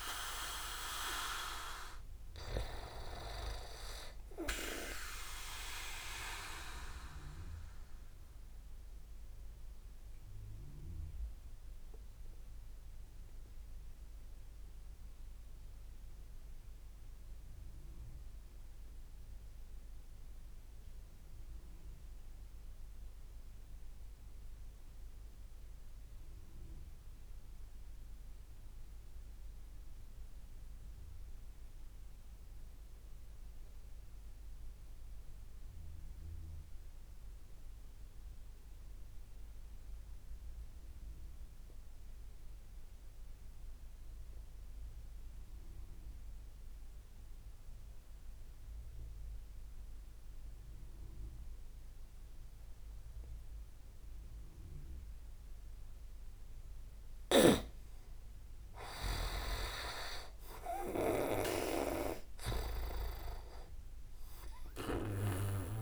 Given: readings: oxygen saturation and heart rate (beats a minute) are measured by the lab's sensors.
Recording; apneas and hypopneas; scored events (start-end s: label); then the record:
breathing in sleep by a room microphone; 1
0.00-18.50 s: oxygen desaturation (device-marked, oxygen 91% lowest)
6.50-56.50 s: obstructive apnea (oxygen 99% before, 87% lowest)
49.50-65.82 s: oxygen desaturation (device-marked, oxygen 98% before, 90% lowest)
50.50-65.82 s: new sleep stage, N2 (light sleep)
57.00-61.50 s: snoring (device-marked)
59.00-64.00 s: arousal
From the record:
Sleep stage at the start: REM sleep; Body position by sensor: on the back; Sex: male